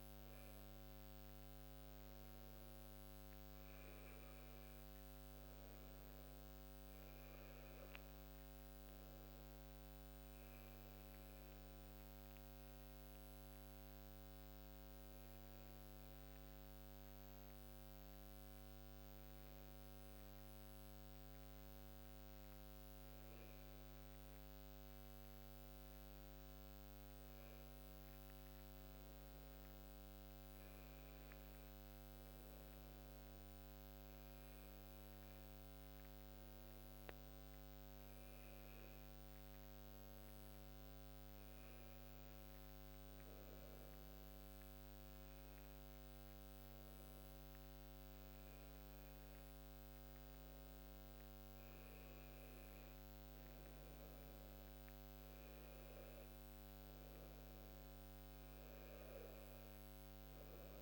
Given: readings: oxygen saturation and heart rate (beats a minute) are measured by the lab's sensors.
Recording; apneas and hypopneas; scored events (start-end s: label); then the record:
breathing in sleep, hard to hear, by a microphone on the trachea; none
11.50-60.82 s: new sleep stage, N2 (light sleep)
From the record:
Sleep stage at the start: N1 (lightest sleep); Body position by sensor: on the back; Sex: female